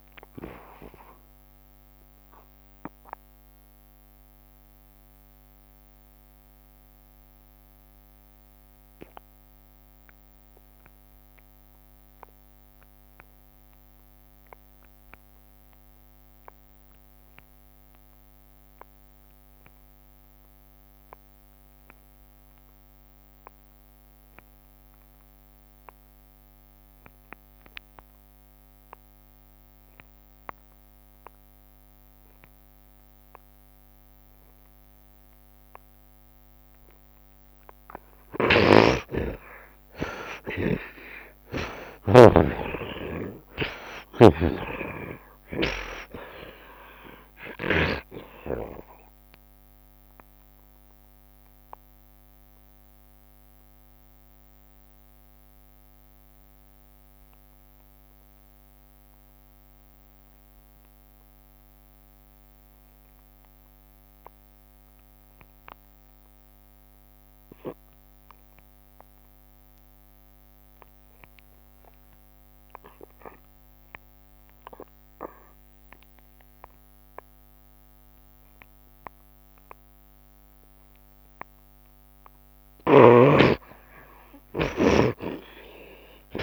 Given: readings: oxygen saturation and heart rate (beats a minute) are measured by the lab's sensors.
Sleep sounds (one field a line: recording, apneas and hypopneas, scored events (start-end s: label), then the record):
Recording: breathing in sleep by a microphone on the trachea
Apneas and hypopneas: 2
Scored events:
0.00-15.50 s: oxygen desaturation (device-marked, oxygen 52% lowest, heart rate 75 extreme)
0.50-36.50 s: mixed apnea (oxygen 69% before, 49% lowest, heart rate 82 before, 74 extreme)
20.50-64.50 s: oxygen desaturation (device-marked, oxygen 81% before, 49% lowest, heart rate 79 before, 71 extreme)
38.00-42.00 s: arousal
38.50-50.50 s: tachycardia (device-marked, heart rate 83 before, 207 extreme)
39.00-48.50 s: snoring (device-marked)
40.00-42.00 s: long interval between heartbeats (device-marked, heart rate 76 before, 89 extreme)
42.50-44.50 s: long interval between heartbeats (device-marked, heart rate 80 before, 146 extreme)
46.50-48.50 s: long interval between heartbeats (device-marked, heart rate 98 before, 188 extreme)
51.00-80.00 s: mixed apnea (oxygen 67% before, 47% lowest, heart rate 119 before, 71 extreme, up 15 after)
66.50-86.43 s: oxygen desaturation (device-marked, oxygen 85% before, 47% lowest, heart rate 108 before, 47 extreme)
83.00-86.43 s: arousal
From the record:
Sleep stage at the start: N2 (light sleep)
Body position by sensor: on the right side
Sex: male